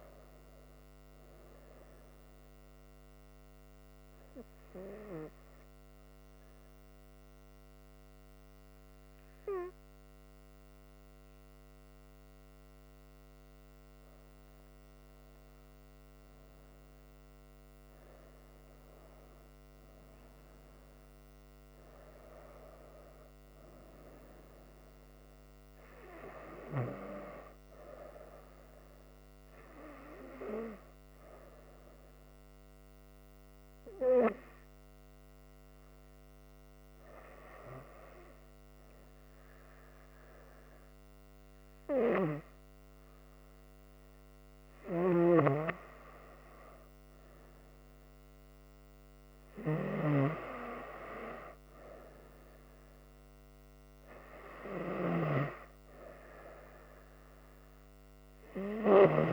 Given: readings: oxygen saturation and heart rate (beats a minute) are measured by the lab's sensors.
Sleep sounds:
breathing in sleep by a microphone on the trachea; 2
0.00-2.50 s: arousal
5.00-16.50 s: hypopnea (oxygen 98% before, 95% lowest, heart rate 68 before, 65 extreme, up 5 after)
6.50-59.33 s: new sleep stage, N2 (light sleep)
18.00-22.00 s: arousal
31.00-47.00 s: hypopnea (oxygen 98% before, 95% lowest, heart rate 68 before, 66 extreme, up 1 after)
42.50-54.50 s: oxygen desaturation (device-marked, oxygen 98% before, 95% lowest, heart rate 68 before, 67 extreme)
50.00-54.00 s: arousal
From the record:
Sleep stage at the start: N1 (lightest sleep); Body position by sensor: on the front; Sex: female

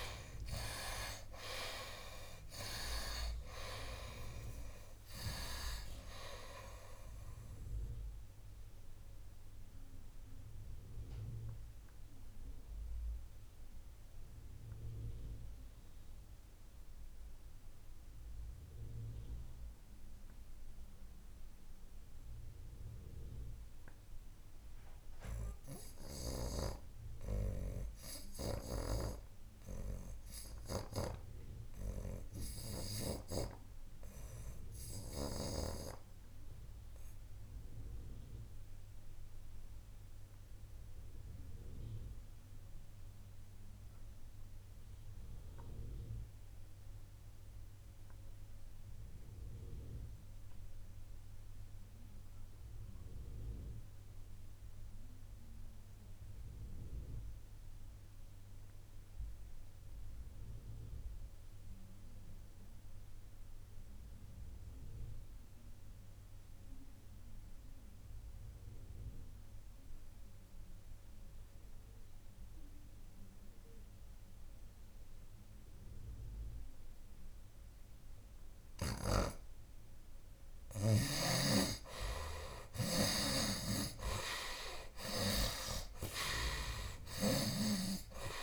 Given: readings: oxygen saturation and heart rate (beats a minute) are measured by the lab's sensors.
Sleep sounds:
breathing in sleep by a room microphone; 2
0.00-1.00 s: arousal
0.00-1.50 s: tachycardia (device-marked, heart rate 100 extreme)
0.00-20.50 s: oxygen desaturation (device-marked, oxygen 56% lowest, heart rate 70 extreme)
8.50-25.50 s: obstructive apnea (oxygen 96% before, 54% lowest, heart rate 89 before, 69 extreme, up 5 after)
26.50-88.43 s: oxygen desaturation (device-marked, oxygen 98% before, 46% lowest, heart rate 77 before, 69 extreme)
30.00-34.00 s: arousal
31.00-35.50 s: snoring (device-marked)
38.00-80.00 s: obstructive apnea (oxygen 98% before, 46% lowest, heart rate 73 before, 69 extreme, up 18 after)
81.00-87.50 s: snoring (device-marked)
83.00-88.00 s: arousal
From the record:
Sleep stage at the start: REM sleep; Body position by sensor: on the right side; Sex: male

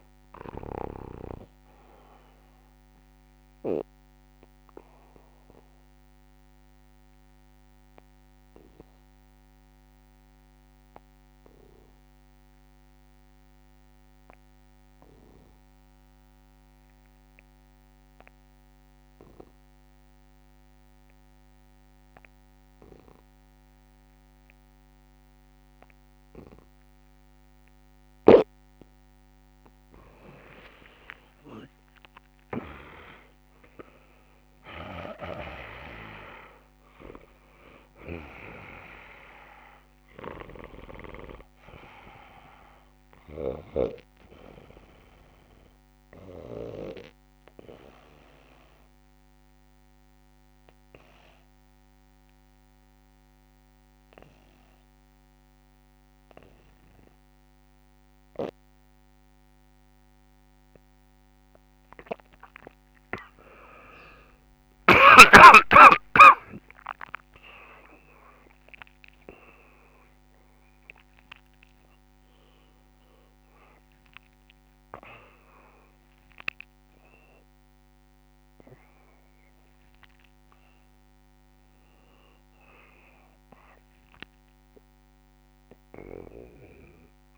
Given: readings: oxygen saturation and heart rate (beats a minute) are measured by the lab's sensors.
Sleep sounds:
breathing in sleep by a microphone on the trachea; 2
0.00-13.00 s: oxygen desaturation (device-marked, oxygen 91% lowest, heart rate 65 extreme)
4.00-27.50 s: obstructive apnea (oxygen 99% before, 90% lowest, heart rate 70 before, 65 extreme, up 7 after)
28.00-56.00 s: oxygen desaturation (device-marked, oxygen 98% before, 90% lowest)
30.50-35.50 s: arousal
34.50-38.00 s: snoring (device-marked)
40.00-46.50 s: snoring (device-marked)
44.00-61.00 s: obstructive apnea (oxygen 99% before, 90% lowest)
63.50-68.00 s: arousal
65.50-67.50 s: long interval between heartbeats (device-marked, heart rate 70 before, 98 extreme)
72.00-76.00 s: oxygen desaturation (device-marked, oxygen 100% before, 96% lowest, heart rate 81 before, 29 extreme)
81.00-83.00 s: long interval between heartbeats (device-marked, heart rate 68 before, 74 extreme)
83.50-85.50 s: long interval between heartbeats (device-marked, heart rate 69 before, 74 extreme)
From the record:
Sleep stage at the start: N2 (light sleep); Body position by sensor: on the back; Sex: male

